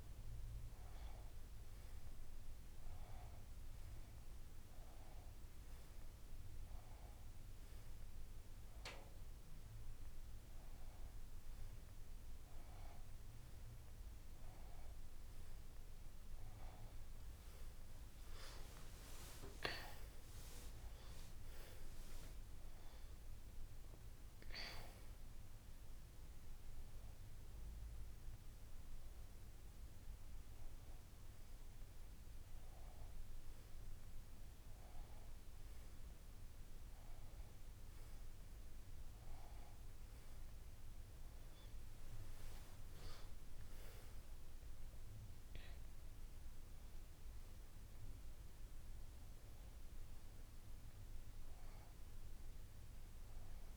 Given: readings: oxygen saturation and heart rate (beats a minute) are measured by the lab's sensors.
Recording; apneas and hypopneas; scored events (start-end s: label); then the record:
breathing in sleep by a room microphone; none
17.50-22.50 s: arousal
From the record:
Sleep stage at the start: N1 (lightest sleep); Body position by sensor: on the back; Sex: female